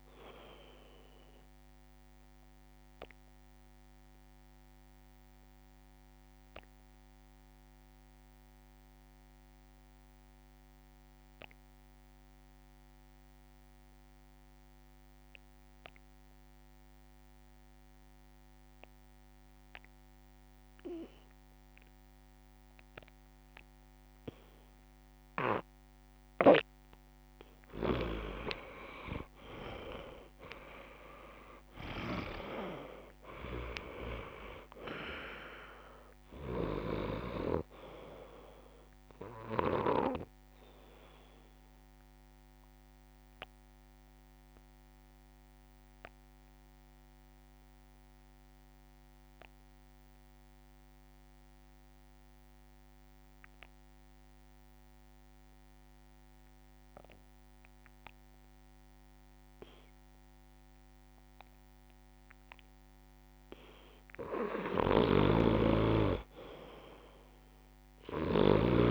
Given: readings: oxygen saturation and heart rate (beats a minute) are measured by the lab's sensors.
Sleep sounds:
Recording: breathing in sleep by a microphone on the trachea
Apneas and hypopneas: 2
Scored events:
0.00-4.50 s: oxygen desaturation (device-marked, oxygen 90% lowest)
3.00-25.50 s: obstructive apnea (oxygen 95% before, 87% lowest)
28.00-31.50 s: arousal
28.50-51.50 s: oxygen desaturation (device-marked, oxygen 99% before, 87% lowest)
41.50-64.00 s: obstructive apnea (oxygen 99% before, 87% lowest)
65.00-68.50 s: snoring (device-marked)
65.50-68.91 s: arousal
65.50-68.91 s: oxygen desaturation (device-marked, oxygen 98% before, 88% lowest)
From the record:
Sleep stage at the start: N2 (light sleep)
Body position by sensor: on the back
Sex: male

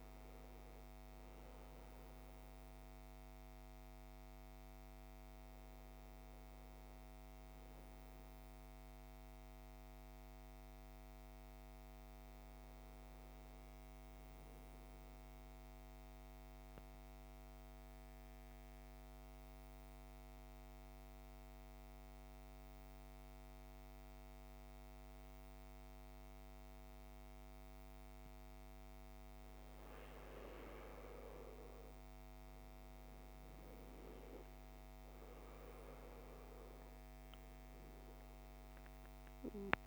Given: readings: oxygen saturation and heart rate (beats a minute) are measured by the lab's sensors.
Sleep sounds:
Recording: breathing in sleep, hard to hear, by a microphone on the trachea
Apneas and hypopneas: 1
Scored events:
0.00-17.50 s: oxygen desaturation (device-marked, oxygen 91% lowest, heart rate 55 extreme)
14.50-30.50 s: central apnea (oxygen 97% before, 90% lowest, heart rate 60 before, 55 extreme, up 2 after)
30.50-35.00 s: arousal
33.50-39.86 s: oxygen desaturation (device-marked, oxygen 98% before, 90% lowest, heart rate 57 before, 54 extreme)
From the record:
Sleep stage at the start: N2 (light sleep)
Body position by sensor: on the right side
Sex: male

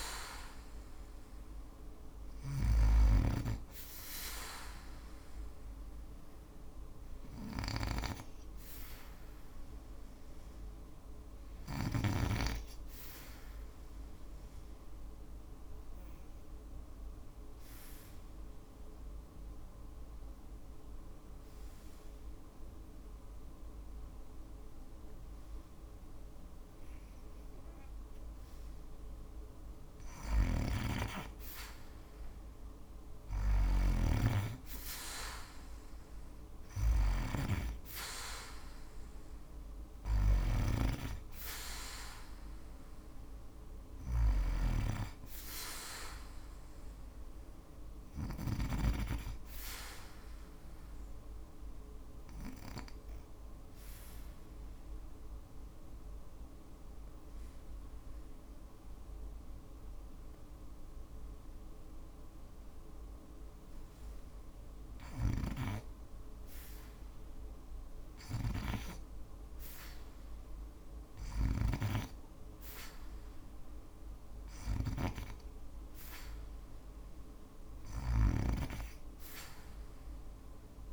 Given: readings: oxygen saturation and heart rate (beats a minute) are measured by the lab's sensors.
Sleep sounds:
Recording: breathing in sleep by a room microphone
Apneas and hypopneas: 2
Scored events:
0.00-11.00 s: snoring (device-marked)
0.00-16.00 s: oxygen desaturation (device-marked, oxygen 86% lowest, heart rate 57 extreme)
13.00-29.00 s: obstructive apnea (oxygen 97% before, 82% lowest, heart rate 61 before, 57 extreme, up 4 after)
29.50-47.50 s: snoring (device-marked)
30.00-57.00 s: oxygen desaturation (device-marked, oxygen 96% before, 82% lowest, heart rate 58 before, 58 extreme)
31.50-35.00 s: arousal
52.00-64.00 s: obstructive apnea (oxygen 96% before, 84% lowest, heart rate 61 before, 58 extreme, up 1 after)
67.50-70.50 s: arousal
79.00-80.93 s: oxygen desaturation (device-marked, oxygen 96% before, 88% lowest, heart rate 59 before, 61 extreme)
From the record:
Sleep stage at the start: N2 (light sleep)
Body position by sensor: on the back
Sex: female

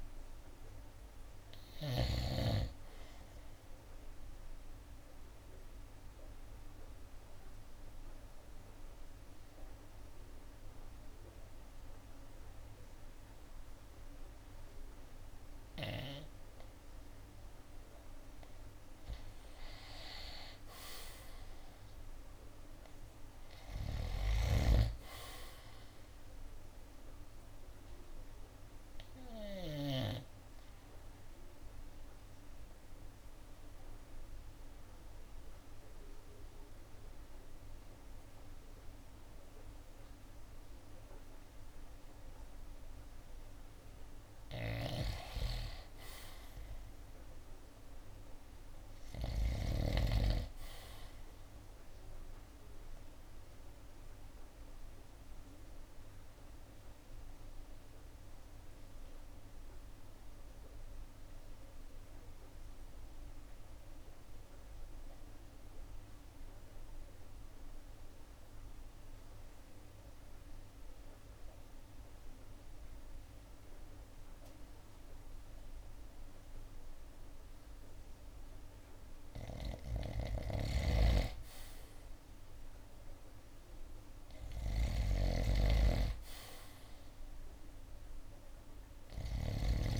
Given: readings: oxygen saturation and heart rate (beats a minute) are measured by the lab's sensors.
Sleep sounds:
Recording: breathing in sleep by a room microphone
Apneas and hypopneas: 3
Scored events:
4.00-17.50 s: obstructive apnea (oxygen 96% before, 87% lowest, heart rate 68 before, 59 extreme, up 10 after)
7.00-17.00 s: oxygen desaturation (device-marked, oxygen 96% before, 91% lowest, heart rate 68 before, 60 extreme)
20.50-24.00 s: arousal
28.00-53.00 s: oxygen desaturation (device-marked, oxygen 95% before, 87% lowest, heart rate 64 before, 58 extreme)
28.50-44.50 s: obstructive apnea (oxygen 96% before, 77% lowest, heart rate 64 before, 61 extreme, up 9 after)
44.50-50.00 s: snoring (device-marked)
47.00-50.50 s: arousal
50.00-90.00 s: new sleep stage, REM sleep
52.50-80.00 s: obstructive apnea (oxygen 95% before, 77% lowest, heart rate 64 before, 57 extreme, up 17 after)
55.00-76.00 s: oxygen desaturation (device-marked, oxygen 96% before, 87% lowest, heart rate 65 before, 57 extreme)
78.00-90.00 s: oxygen desaturation (device-marked, oxygen 94% before, 77% lowest, heart rate 62 before, 62 extreme)
80.00-84.00 s: arousal
80.50-90.00 s: snoring (device-marked)
87.00-90.00 s: drop in pulse transit time (device-marked, heart rate 62 before, 74 extreme)
From the record:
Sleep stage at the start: N2 (light sleep)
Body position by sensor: on the right side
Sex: male

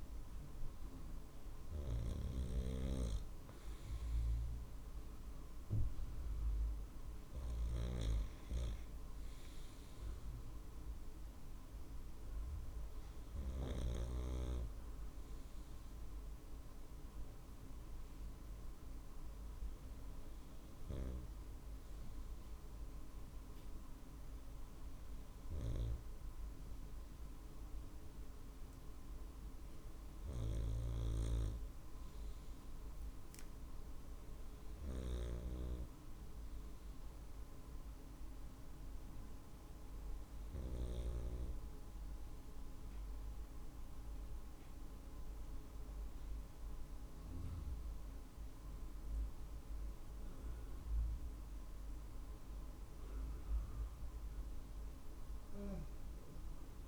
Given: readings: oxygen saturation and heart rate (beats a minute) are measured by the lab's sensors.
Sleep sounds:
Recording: breathing in sleep by a room microphone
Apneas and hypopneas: none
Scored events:
36.00-48.00 s: drop in pulse transit time (device-marked, heart rate 50 before, 50 extreme)
From the record:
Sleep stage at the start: N2 (light sleep)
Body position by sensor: on the right side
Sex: male

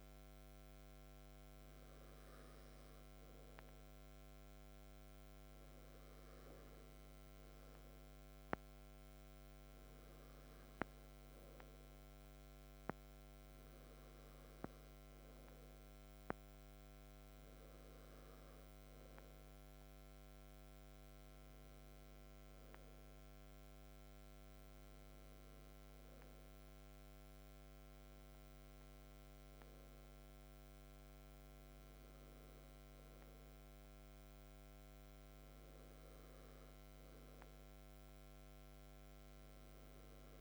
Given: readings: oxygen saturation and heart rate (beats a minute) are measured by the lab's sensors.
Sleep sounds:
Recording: breathing in sleep, hard to hear, by a microphone on the trachea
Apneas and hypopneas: none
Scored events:
none scored
From the record:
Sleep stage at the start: N2 (light sleep)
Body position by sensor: on the back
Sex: male

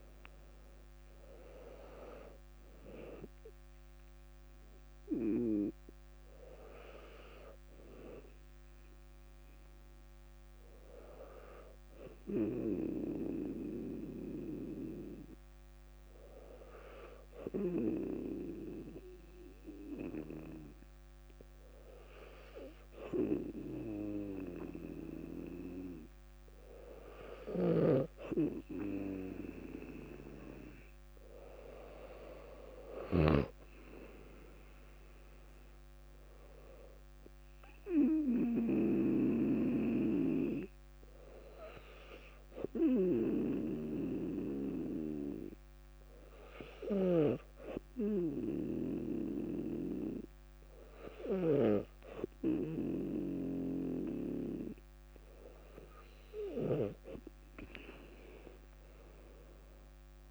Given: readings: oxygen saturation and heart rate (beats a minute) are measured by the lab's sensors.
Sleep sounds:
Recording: breathing in sleep by a microphone on the trachea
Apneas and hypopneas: 2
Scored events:
11.50-26.50 s: hypopnea (oxygen 98% before, 97% lowest, heart rate 63 before, 59 extreme, up 5 after)
27.50-33.50 s: snoring (device-marked)
33.50-37.50 s: arousal
36.50-47.50 s: drop in pulse transit time (device-marked, heart rate 62 before, 59 extreme)
40.50-55.00 s: hypopnea (oxygen 98% before, 97% lowest, heart rate 63 before, 58 extreme, up 5 after)
59.00-60.31 s: arousal
From the record:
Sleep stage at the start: N2 (light sleep)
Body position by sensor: on the back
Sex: female

